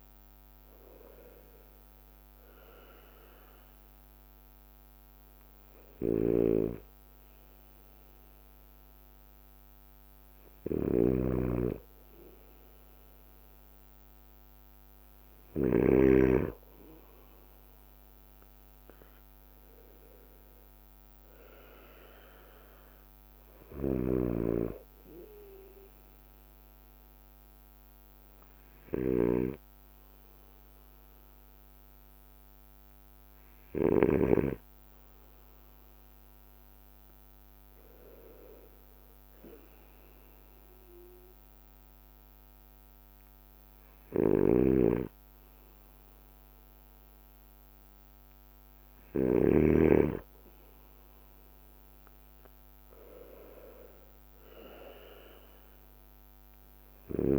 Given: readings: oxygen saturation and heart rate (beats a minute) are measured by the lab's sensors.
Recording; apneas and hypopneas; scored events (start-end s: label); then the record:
breathing in sleep by a microphone on the trachea; none
0.00-38.50 s: bradycardia (device-marked, heart rate 55 extreme)
6.50-16.50 s: snoring (device-marked)
24.00-34.50 s: snoring (device-marked)
41.50-49.50 s: bradycardia (device-marked, heart rate 57 before, 57 extreme)
44.50-50.00 s: snoring (device-marked)
55.50-57.39 s: bradycardia (device-marked, heart rate 57 before, 54 extreme)
From the record:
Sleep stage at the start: N2 (light sleep); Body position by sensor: on the right side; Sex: male